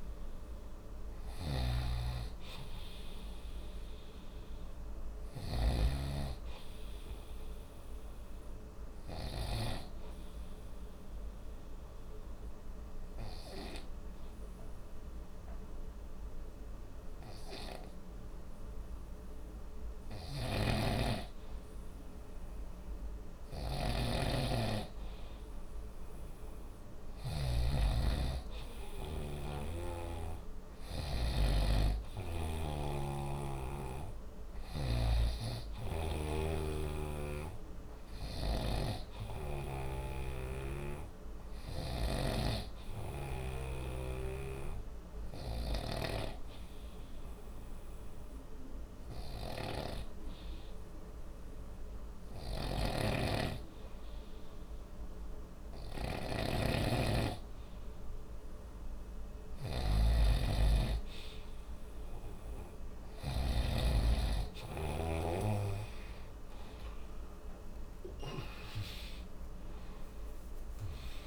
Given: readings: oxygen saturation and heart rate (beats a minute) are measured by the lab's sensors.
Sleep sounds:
breathing in sleep by a room microphone; 2
0.00-16.50 s: oxygen desaturation (device-marked, oxygen 92% lowest, heart rate 26 extreme)
1.00-9.50 s: snoring (device-marked)
9.00-20.50 s: obstructive apnea (oxygen 97% before, 92% lowest, heart rate 50 before, 26 extreme, up 17 after)
20.00-27.50 s: snoring (device-marked)
22.50-26.50 s: arousal
34.50-46.00 s: snoring (device-marked)
45.00-59.00 s: hypopnea (oxygen 97% before, 92% lowest, heart rate 37 before, 34 extreme, up 10 after)
52.50-63.50 s: snoring (device-marked)
60.50-63.50 s: arousal
From the record:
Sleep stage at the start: N2 (light sleep); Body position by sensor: on the right side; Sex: male

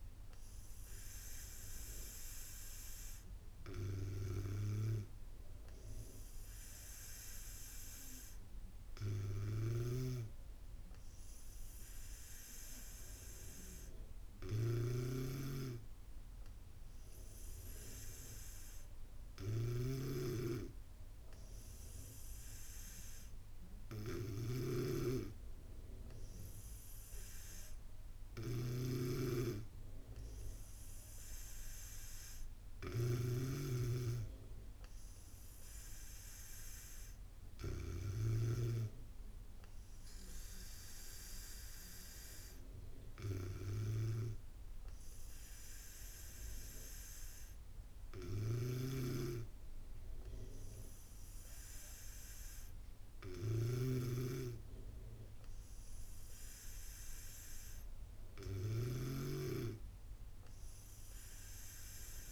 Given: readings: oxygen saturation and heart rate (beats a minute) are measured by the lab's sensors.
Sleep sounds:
breathing in sleep by a room microphone; none
9.50-33.50 s: snoring (device-marked)
53.50-59.00 s: snoring (device-marked)
From the record:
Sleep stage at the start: N2 (light sleep); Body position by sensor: on the back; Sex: female

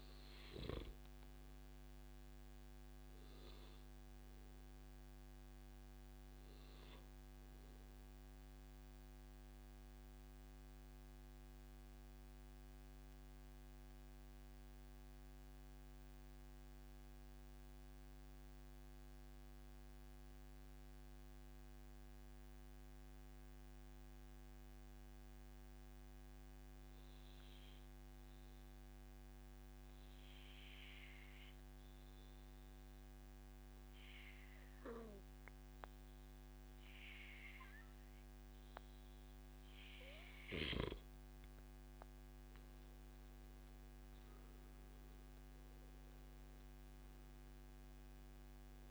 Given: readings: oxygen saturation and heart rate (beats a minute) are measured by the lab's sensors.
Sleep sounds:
breathing in sleep by a microphone on the trachea; 1
0.00-2.00 s: long interval between heartbeats (device-marked, heart rate 140 before, 133 extreme)
0.00-21.00 s: oxygen desaturation (device-marked, oxygen 91% lowest, heart rate 96 extreme)
2.50-4.50 s: long interval between heartbeats (device-marked, heart rate 140 before, 115 extreme)
8.00-41.00 s: mixed apnea (oxygen 97% before, 91% lowest, heart rate 130 before, 96 extreme, up 47 after)
26.50-28.50 s: long interval between heartbeats (device-marked, heart rate 103 before, 117 extreme)
32.50-34.50 s: long interval between heartbeats (device-marked, heart rate 109 before, 115 extreme)
37.00-39.00 s: long interval between heartbeats (device-marked, heart rate 110 before, 96 extreme)
42.00-48.91 s: oxygen desaturation (device-marked, oxygen 98% before, 91% lowest, heart rate 109 before, 140 extreme)
44.00-48.50 s: arousal
From the record:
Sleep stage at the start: N2 (light sleep); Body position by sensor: on the back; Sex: male

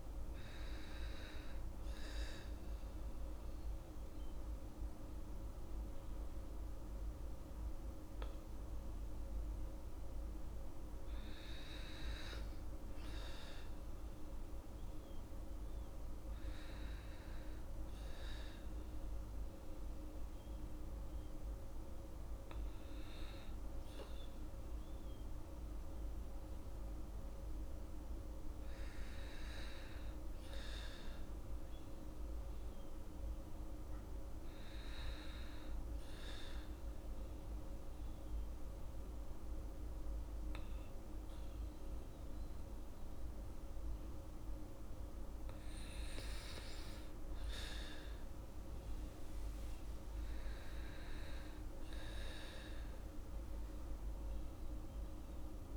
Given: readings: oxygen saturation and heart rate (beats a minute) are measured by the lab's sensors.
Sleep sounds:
breathing in sleep, hard to hear, by a room microphone; 1
4.00-10.00 s: oxygen desaturation (device-marked, oxygen 98% before, 95% lowest, heart rate 77 before, 76 extreme)
17.00-27.00 s: oxygen desaturation (device-marked, oxygen 98% before, 95% lowest, heart rate 78 before, 76 extreme)
28.00-32.00 s: arousal
36.50-47.00 s: obstructive apnea (oxygen 98% before, 93% lowest, heart rate 78 before, 74 extreme)
49.50-53.00 s: arousal
From the record:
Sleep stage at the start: N2 (light sleep); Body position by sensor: on the back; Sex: female

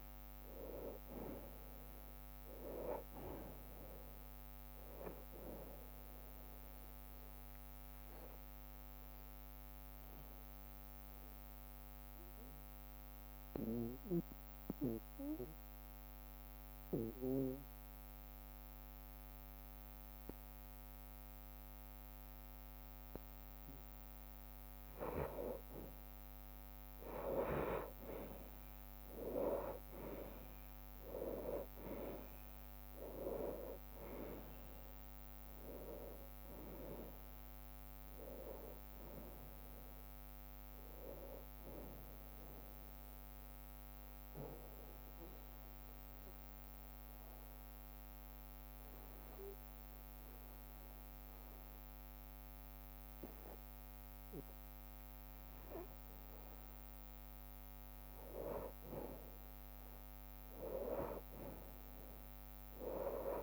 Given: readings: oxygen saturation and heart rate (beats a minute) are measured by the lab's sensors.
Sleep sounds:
breathing in sleep by a microphone on the trachea; 2
1.00-12.00 s: tachycardia (device-marked, heart rate 70 before, 170 extreme)
2.00-4.00 s: long interval between heartbeats (device-marked, heart rate 58 before, 99 extreme)
4.00-6.00 s: long interval between heartbeats (device-marked, heart rate 63 before, 104 extreme)
6.00-16.00 s: drop in pulse transit time (device-marked, heart rate 70 before, 99 extreme)
6.50-23.50 s: obstructive apnea (oxygen 98% before, 89% lowest, heart rate 70 before, 64 extreme, up 39 after)
7.50-9.50 s: long interval between heartbeats (device-marked, heart rate 74 before, 155 extreme)
8.00-21.00 s: oxygen desaturation (device-marked, oxygen 98% before, 92% lowest, heart rate 79 before, 64 extreme)
12.50-14.50 s: long interval between heartbeats (device-marked, heart rate 99 before, 129 extreme)
15.50-17.50 s: long interval between heartbeats (device-marked, heart rate 111 before, 97 extreme)
16.00-23.00 s: tachycardia (device-marked, heart rate 72 before, 127 extreme)
20.50-22.50 s: long interval between heartbeats (device-marked, heart rate 119 before, 114 extreme)
22.50-24.50 s: long interval between heartbeats (device-marked, heart rate 123 before, 127 extreme)
24.50-26.50 s: long interval between heartbeats (device-marked, heart rate 126 before, 117 extreme)
26.50-30.00 s: arousal
27.00-56.00 s: oxygen desaturation (device-marked, oxygen 97% before, 89% lowest, heart rate 125 before, 54 extreme)
30.00-43.00 s: drop in pulse transit time (device-marked, heart rate 114 before, 64 extreme)
36.00-38.00 s: long interval between heartbeats (device-marked, heart rate 95 before, 69 extreme)
42.00-56.50 s: obstructive apnea (oxygen 97% before, 89% lowest, heart rate 85 before, 54 extreme, up 13 after)
48.00-60.00 s: bradycardia (device-marked, heart rate 73 before, 55 extreme)
60.00-63.43 s: arousal
From the record:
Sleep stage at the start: N2 (light sleep); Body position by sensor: on the back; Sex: male

